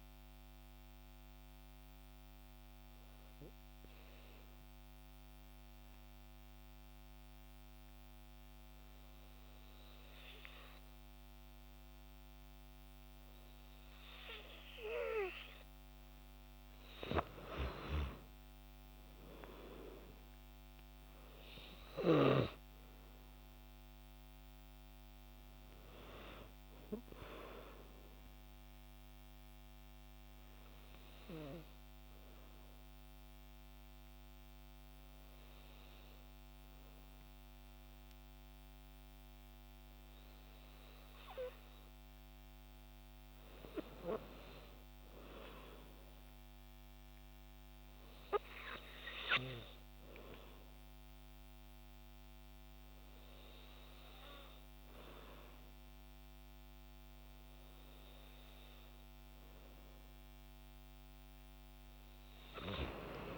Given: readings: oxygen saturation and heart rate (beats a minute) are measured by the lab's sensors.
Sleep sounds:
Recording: breathing in sleep by a microphone on the trachea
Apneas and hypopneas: 2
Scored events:
1.50-14.50 s: obstructive apnea (oxygen 97% before, 92% lowest, heart rate 86 before, 52 extreme)
18.00-22.00 s: arousal
23.00-47.00 s: oxygen desaturation (device-marked, oxygen 96% before, 92% lowest, heart rate 78 before, 51 extreme)
30.00-42.50 s: hypopnea (oxygen 96% before, 92% lowest, heart rate 92 before, 51 extreme, up 4 after)
44.00-48.00 s: arousal
From the record:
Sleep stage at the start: N2 (light sleep)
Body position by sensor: on the back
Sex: female

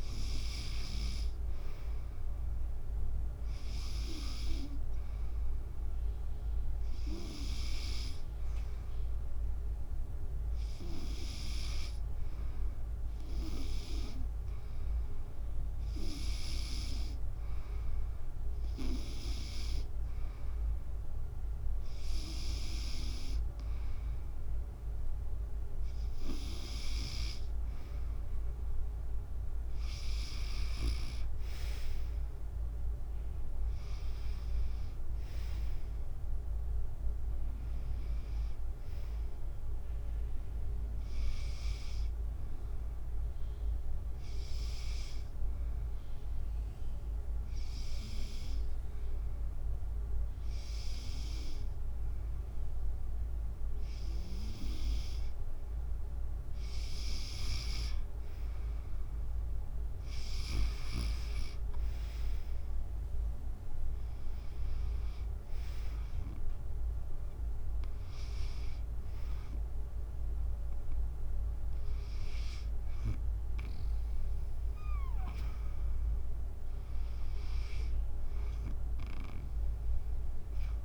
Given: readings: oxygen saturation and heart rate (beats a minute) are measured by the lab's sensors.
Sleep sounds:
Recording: breathing in sleep by a room microphone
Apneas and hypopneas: 1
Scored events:
31.50-43.50 s: drop in pulse transit time (device-marked, heart rate 69 before, 71 extreme)
35.00-38.50 s: arousal
42.50-54.50 s: hypopnea (oxygen 94% before, 92% lowest, heart rate 72 before, 65 extreme, up 7 after)
58.50-61.00 s: arousal
60.50-72.50 s: drop in pulse transit time (device-marked, heart rate 73 before, 72 extreme)
62.50-79.50 s: oxygen desaturation (device-marked, oxygen 97% before, 92% lowest, heart rate 73 before, 65 extreme)
From the record:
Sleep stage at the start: N2 (light sleep)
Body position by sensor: on the back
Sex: female

